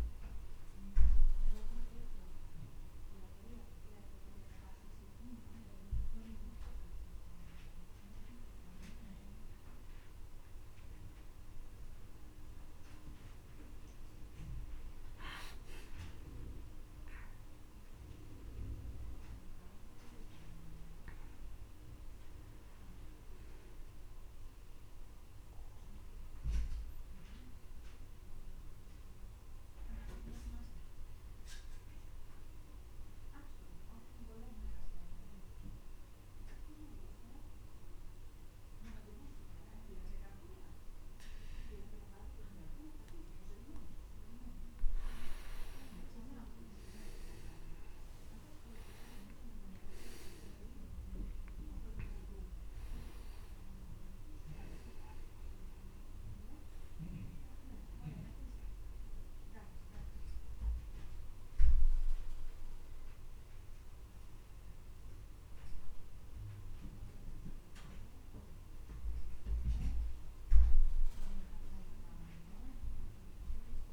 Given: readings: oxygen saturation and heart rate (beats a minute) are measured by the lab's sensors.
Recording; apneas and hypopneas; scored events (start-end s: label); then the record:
breathing in sleep by a room microphone; 1
0.00-14.00 s: oxygen desaturation (device-marked, oxygen 94% lowest)
14.50-18.00 s: arousal
25.00-43.50 s: obstructive apnea (oxygen 99% before, 92% lowest)
44.50-49.00 s: arousal
50.00-73.93 s: oxygen desaturation (device-marked, oxygen 98% before, 92% lowest)
From the record:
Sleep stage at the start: N2 (light sleep); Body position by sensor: on the back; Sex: male